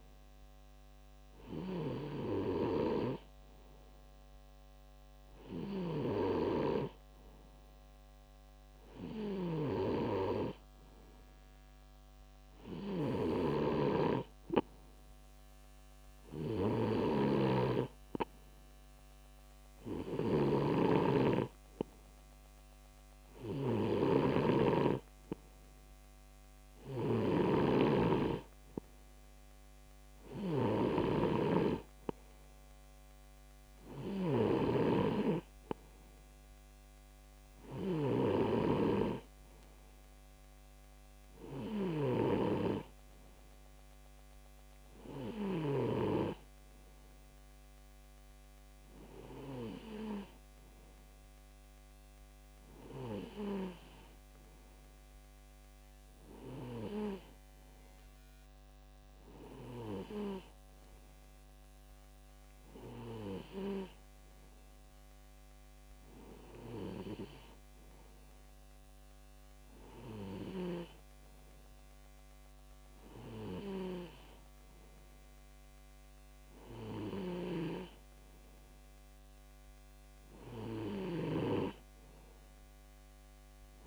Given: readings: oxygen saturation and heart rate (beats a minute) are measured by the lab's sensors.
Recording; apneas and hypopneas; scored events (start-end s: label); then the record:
breathing in sleep by a microphone on the trachea; none
13.50-42.50 s: snoring (device-marked)
From the record:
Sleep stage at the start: N2 (light sleep); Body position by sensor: on the left side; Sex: male